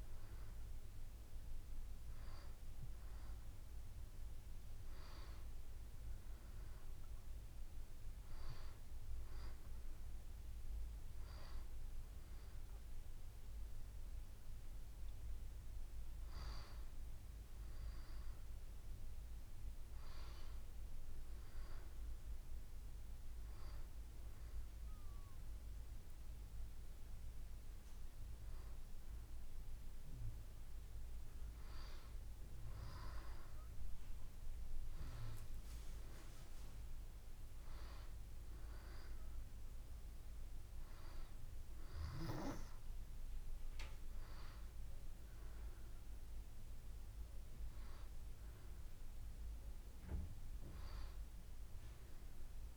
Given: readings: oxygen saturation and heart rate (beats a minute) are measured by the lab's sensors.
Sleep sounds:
breathing in sleep by a room microphone; none
none scored
From the record:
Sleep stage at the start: N2 (light sleep); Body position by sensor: on the back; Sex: female

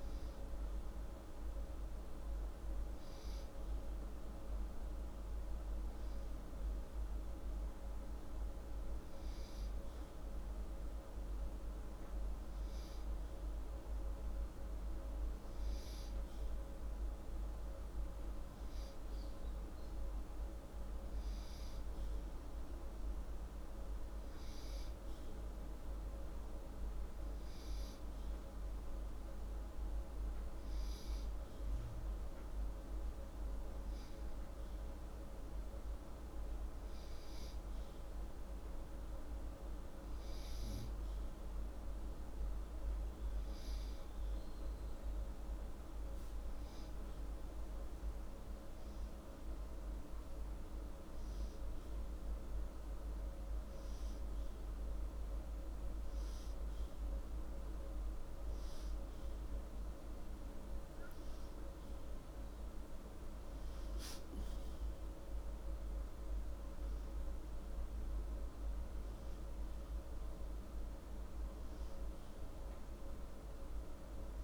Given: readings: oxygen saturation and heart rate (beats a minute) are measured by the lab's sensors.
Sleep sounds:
breathing in sleep, hard to hear, by a room microphone; none
none scored
From the record:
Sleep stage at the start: N2 (light sleep); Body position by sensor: upright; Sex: male

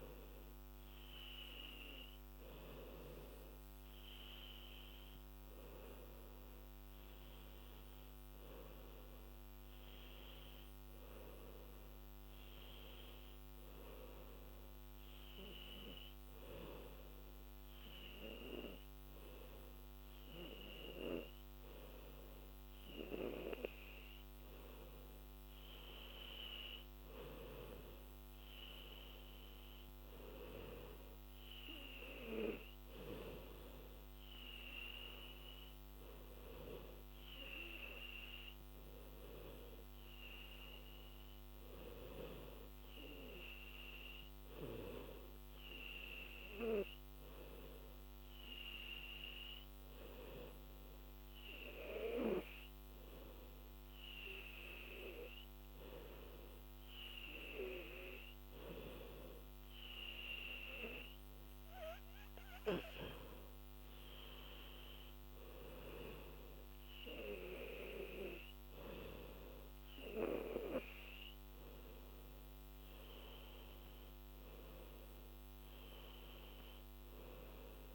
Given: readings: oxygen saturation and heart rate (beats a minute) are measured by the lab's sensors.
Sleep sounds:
breathing in sleep by a microphone on the trachea; 1
15.00-25.50 s: hypopnea (oxygen 97% before, 94% lowest, heart rate 89 before, 85 extreme, up 4 after)
28.50-32.50 s: arousal
From the record:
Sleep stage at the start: N2 (light sleep); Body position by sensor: on the back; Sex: female

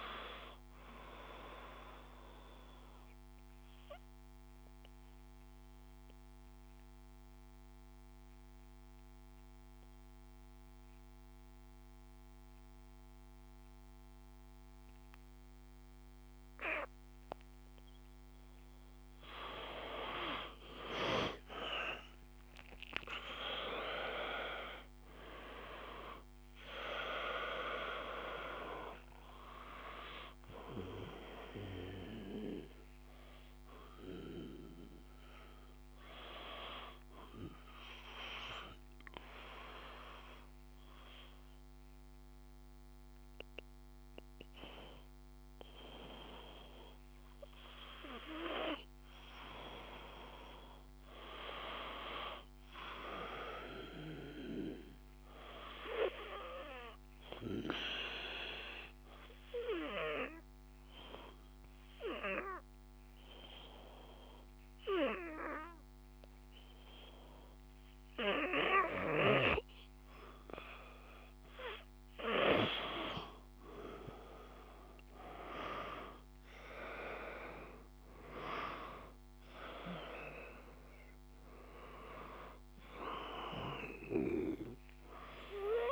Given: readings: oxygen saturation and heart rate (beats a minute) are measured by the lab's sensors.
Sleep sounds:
breathing in sleep by a microphone on the trachea; 3
0.00-9.50 s: oxygen desaturation (device-marked, oxygen 91% lowest, heart rate 54 extreme)
1.50-15.50 s: obstructive apnea (oxygen 94% before, 90% lowest, heart rate 57 before, 54 extreme, up 4 after)
20.00-23.50 s: arousal
24.50-48.50 s: oxygen desaturation (device-marked, oxygen 96% before, 90% lowest, heart rate 57 before, 55 extreme)
35.00-47.50 s: obstructive apnea (oxygen 96% before, 89% lowest, heart rate 58 before, 55 extreme, up 3 after)
50.00-53.00 s: arousal
56.00-71.00 s: obstructive apnea (oxygen 97% before, 89% lowest, heart rate 56 before, 55 extreme, up 2 after)
73.50-77.50 s: arousal
79.50-85.92 s: oxygen desaturation (device-marked, oxygen 95% before, 89% lowest, heart rate 57 before, 55 extreme)
From the record:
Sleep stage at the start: N2 (light sleep); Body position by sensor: on the back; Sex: male

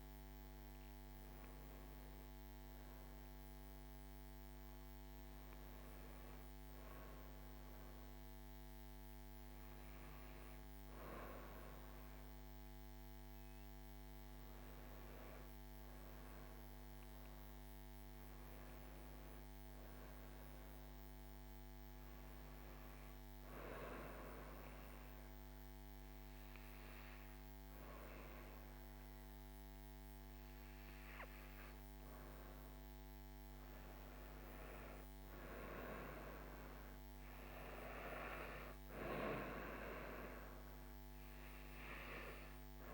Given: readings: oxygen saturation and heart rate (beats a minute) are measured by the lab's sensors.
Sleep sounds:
breathing in sleep by a microphone on the trachea; 1
15.50-20.00 s: arousal
23.50-33.50 s: obstructive apnea (oxygen 99% before, 96% lowest, heart rate 72 before, 69 extreme, up 4 after)
35.50-40.00 s: arousal
From the record:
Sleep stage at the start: N2 (light sleep); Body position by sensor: on the right side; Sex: female

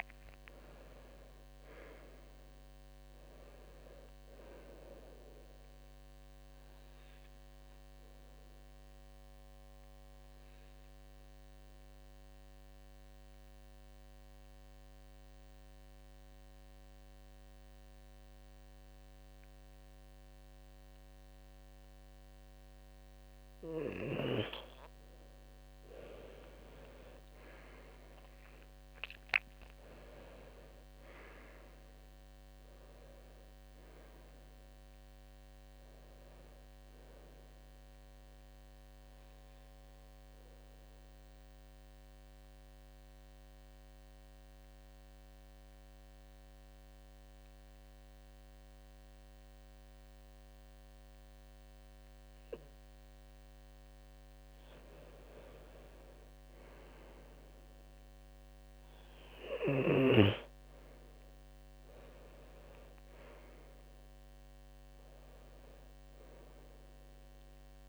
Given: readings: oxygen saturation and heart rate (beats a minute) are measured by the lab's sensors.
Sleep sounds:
breathing in sleep by a microphone on the trachea; 2
7.00-23.50 s: mixed apnea (oxygen 97% before, 91% lowest, heart rate 72 before, 66 extreme, up 10 after)
25.50-30.00 s: arousal
39.00-53.50 s: mixed apnea (oxygen 96% before, 91% lowest, heart rate 72 before, 67 extreme, up 6 after)
49.50-59.50 s: oxygen desaturation (device-marked, oxygen 94% before, 91% lowest, heart rate 72 before, 67 extreme)
61.00-65.00 s: arousal
From the record:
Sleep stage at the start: N2 (light sleep); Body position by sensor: on the left side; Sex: male

